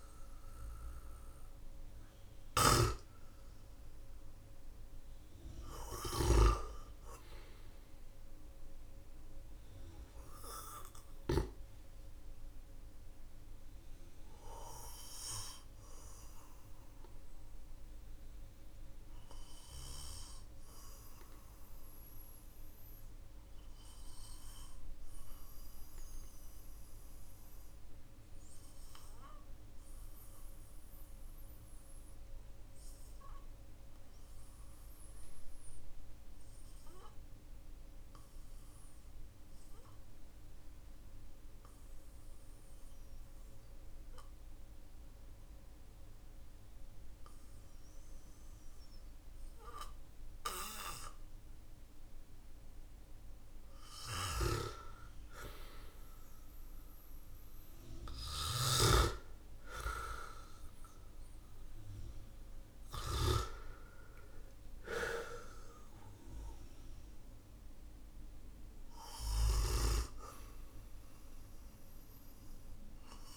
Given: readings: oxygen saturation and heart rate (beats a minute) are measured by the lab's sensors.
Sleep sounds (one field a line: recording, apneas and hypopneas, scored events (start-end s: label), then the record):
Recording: breathing in sleep by a room microphone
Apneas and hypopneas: 1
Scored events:
0.00-6.00 s: snoring (device-marked)
15.00-52.50 s: obstructive apnea (oxygen 98% before, 92% lowest, heart rate 53 before, 45 extreme, up 13 after)
53.50-62.50 s: snoring (device-marked)
57.50-62.50 s: arousal
From the record:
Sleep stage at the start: N2 (light sleep)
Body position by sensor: on the back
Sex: male